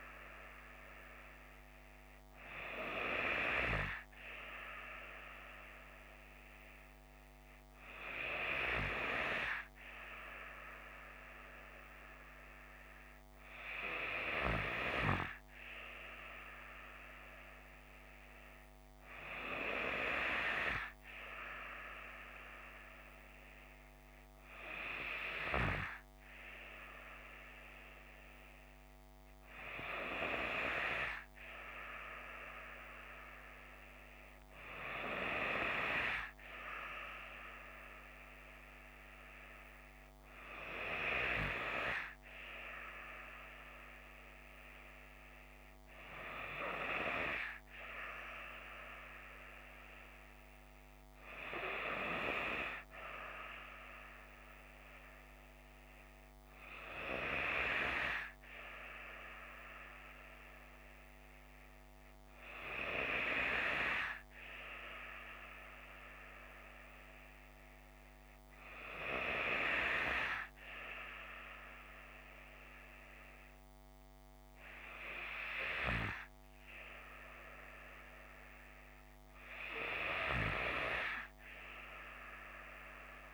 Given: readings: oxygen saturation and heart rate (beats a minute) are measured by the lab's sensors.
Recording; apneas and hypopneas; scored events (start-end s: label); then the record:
breathing in sleep by a microphone on the trachea; none
none scored
From the record:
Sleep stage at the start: N3 (deep sleep); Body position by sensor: on the left side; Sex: female